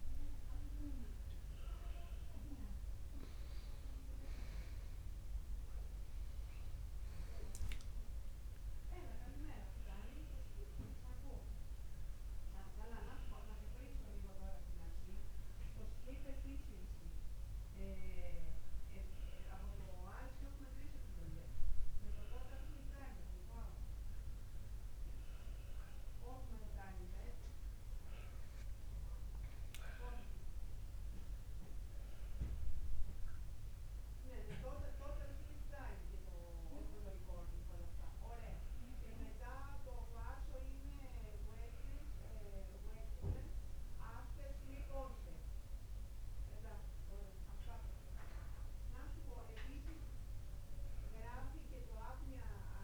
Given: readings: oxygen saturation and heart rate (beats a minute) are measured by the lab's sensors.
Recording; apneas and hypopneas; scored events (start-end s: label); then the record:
breathing in sleep by a room microphone; none
21.50-52.50 s: oxygen desaturation (device-marked, oxygen 99% before, 94% lowest, heart rate 72 before, 70 extreme)
26.50-52.84 s: new sleep stage, N2 (light sleep)
From the record:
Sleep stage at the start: N1 (lightest sleep); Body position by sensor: on the back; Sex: male